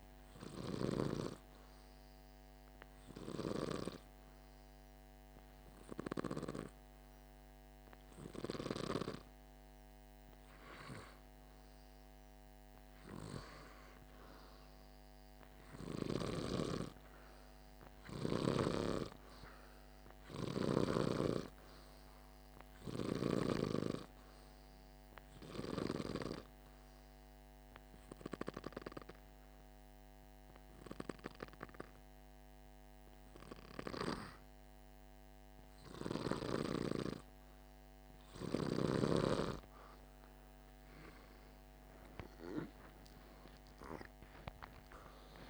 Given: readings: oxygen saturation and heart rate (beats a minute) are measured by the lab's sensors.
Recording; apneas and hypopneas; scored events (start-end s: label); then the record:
breathing in sleep by a microphone on the trachea; 2
1.00-11.00 s: hypopnea (oxygen 98% before, 93% lowest, heart rate 50 before, 49 extreme, up 1 after)
13.50-17.50 s: arousal
26.50-38.00 s: hypopnea (oxygen 97% before, 93% lowest, heart rate 50 before, 49 extreme, up 19 after)
42.00-45.50 s: arousal
From the record:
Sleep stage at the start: N2 (light sleep); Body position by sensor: on the back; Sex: male